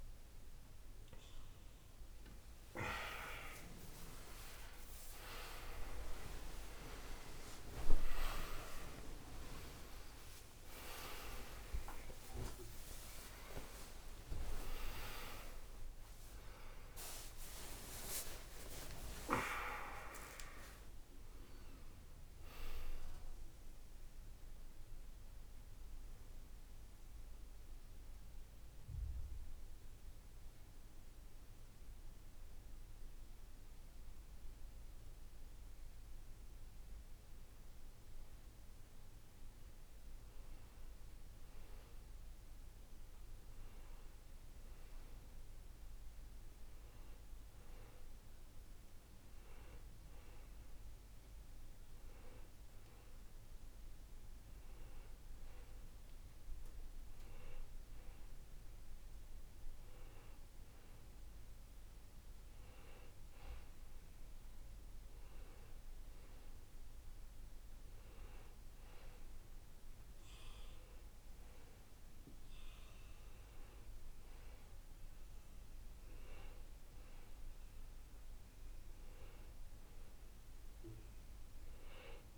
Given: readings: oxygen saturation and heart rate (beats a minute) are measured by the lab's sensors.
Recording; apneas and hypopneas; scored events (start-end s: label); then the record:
a person partly awake in a sleep study, by a room microphone; 1
8.00-19.00 s: oxygen desaturation (device-marked, oxygen 96% before, 92% lowest, heart rate 76 before, 67 extreme)
26.00-37.00 s: hypopnea (oxygen 98% before, 94% lowest, heart rate 83 before, 62 extreme, up 1 after)
27.00-82.38 s: new sleep stage, N2 (light sleep)
39.00-43.00 s: arousal
44.00-57.00 s: oxygen desaturation (device-marked, oxygen 98% before, 94% lowest, heart rate 71 before, 60 extreme)
From the record:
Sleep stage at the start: awake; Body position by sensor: on the right side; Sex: male